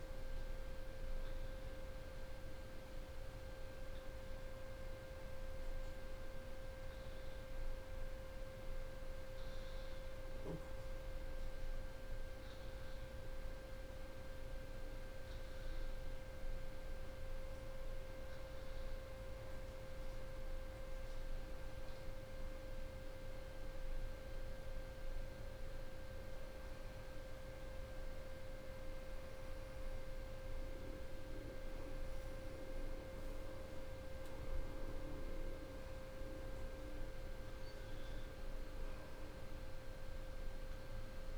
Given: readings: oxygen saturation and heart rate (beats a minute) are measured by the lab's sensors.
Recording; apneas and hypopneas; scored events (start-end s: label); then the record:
a person awake in a sleep study, hard to hear, by a room microphone; none
none scored
From the record:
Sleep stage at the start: awake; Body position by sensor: upright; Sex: female